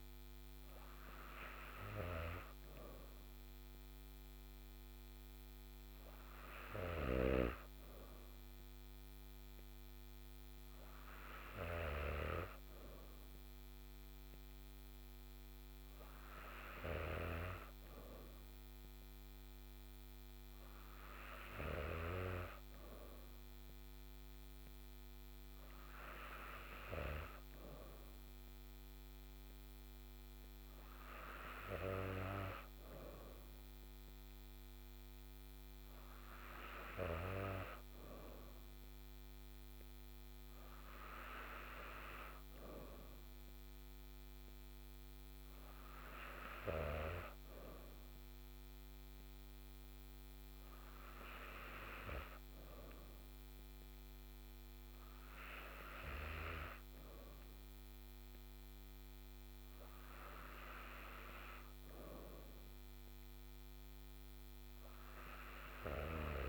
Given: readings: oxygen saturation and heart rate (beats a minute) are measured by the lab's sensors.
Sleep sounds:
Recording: breathing in sleep by a microphone on the trachea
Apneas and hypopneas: none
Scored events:
none scored
From the record:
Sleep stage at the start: N3 (deep sleep)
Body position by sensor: on the back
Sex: female

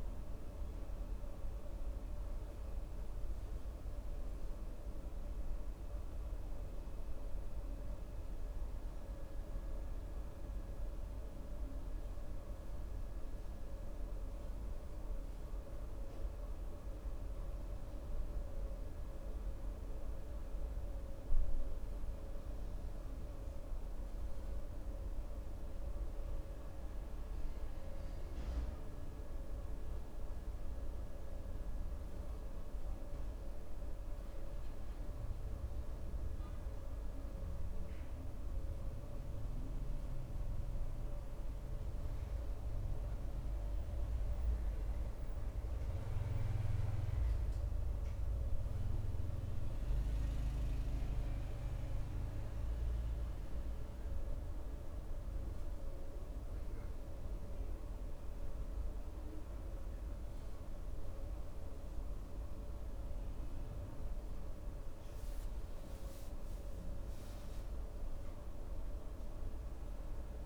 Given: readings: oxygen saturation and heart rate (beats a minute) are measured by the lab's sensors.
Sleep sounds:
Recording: breathing in sleep, hard to hear, by a room microphone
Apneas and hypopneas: none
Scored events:
none scored
From the record:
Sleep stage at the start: N2 (light sleep)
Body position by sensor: on the right side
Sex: male

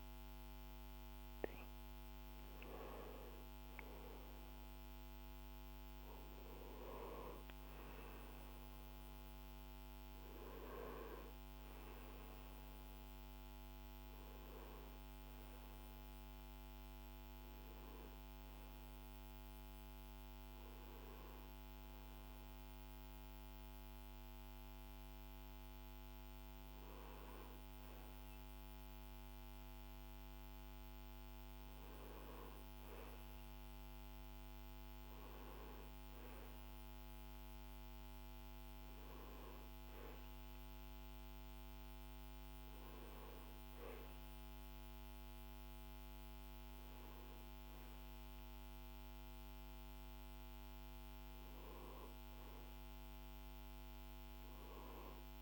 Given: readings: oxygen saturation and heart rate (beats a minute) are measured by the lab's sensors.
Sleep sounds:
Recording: breathing in sleep, hard to hear, by a microphone on the trachea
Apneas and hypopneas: none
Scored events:
10.50-21.50 s: oxygen desaturation (device-marked, oxygen 97% before, 94% lowest, heart rate 69 before, 70 extreme)
24.00-28.50 s: arousal
From the record:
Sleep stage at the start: N1 (lightest sleep)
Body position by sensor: on the back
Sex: male

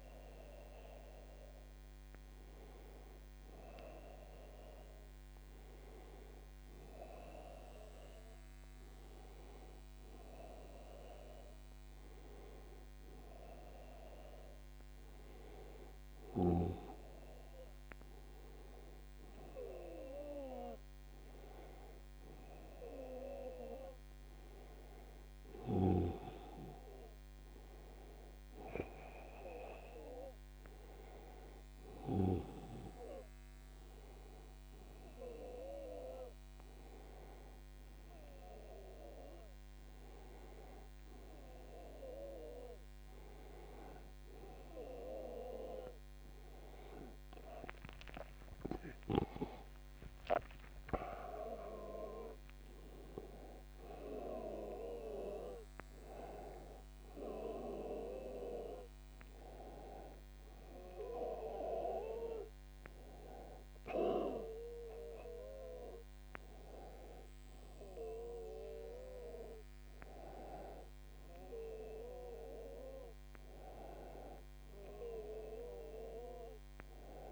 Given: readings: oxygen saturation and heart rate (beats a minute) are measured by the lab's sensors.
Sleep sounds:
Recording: a person awake in a sleep study, by a microphone on the trachea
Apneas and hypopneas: none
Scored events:
none scored
From the record:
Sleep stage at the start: awake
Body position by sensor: on the back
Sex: male

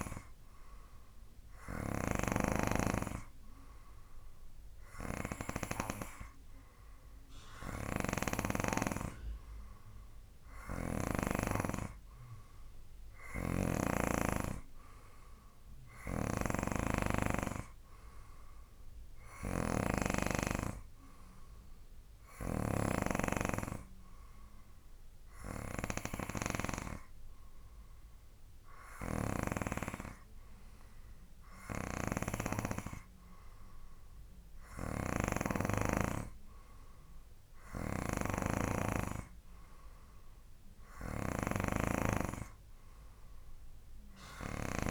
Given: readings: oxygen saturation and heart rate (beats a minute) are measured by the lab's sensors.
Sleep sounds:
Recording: breathing in sleep by a room microphone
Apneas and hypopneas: none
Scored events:
0.00-2.50 s: snoring (device-marked)
13.50-23.00 s: snoring (device-marked)
35.00-44.91 s: snoring (device-marked)
From the record:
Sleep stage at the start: N2 (light sleep)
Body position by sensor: on the right side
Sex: male

